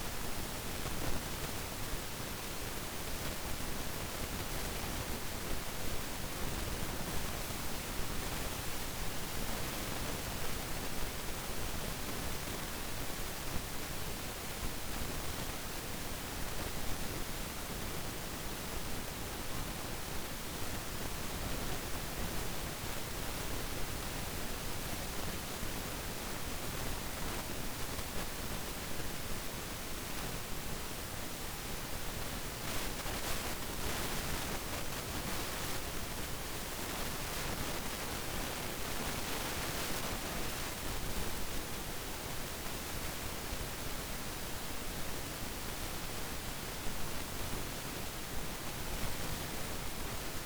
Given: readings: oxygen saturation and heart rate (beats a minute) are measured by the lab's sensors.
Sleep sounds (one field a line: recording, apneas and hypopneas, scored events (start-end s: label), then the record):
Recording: breathing in sleep, hard to hear, by a microphone on the trachea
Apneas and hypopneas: 1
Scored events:
7.00-22.00 s: obstructive apnea (oxygen 96% before, 92% lowest, heart rate 56 before, 50 extreme, up 1 after)
25.50-31.00 s: arousal
From the record:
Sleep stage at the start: N2 (light sleep)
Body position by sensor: on the back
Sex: male